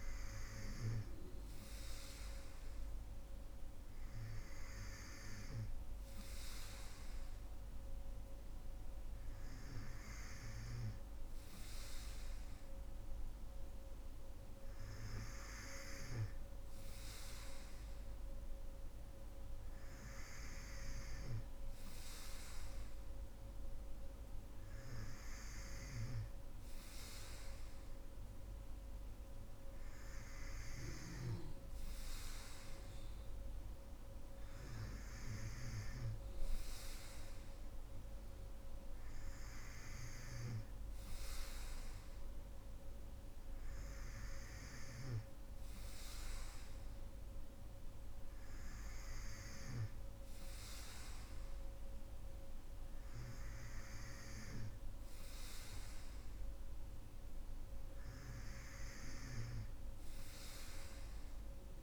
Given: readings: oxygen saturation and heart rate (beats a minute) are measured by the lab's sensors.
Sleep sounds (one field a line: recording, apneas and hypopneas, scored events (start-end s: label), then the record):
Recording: breathing in sleep by a room microphone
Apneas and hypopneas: none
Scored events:
35.00-40.00 s: snoring (device-marked)
From the record:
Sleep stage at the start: N3 (deep sleep)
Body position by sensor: on the right side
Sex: female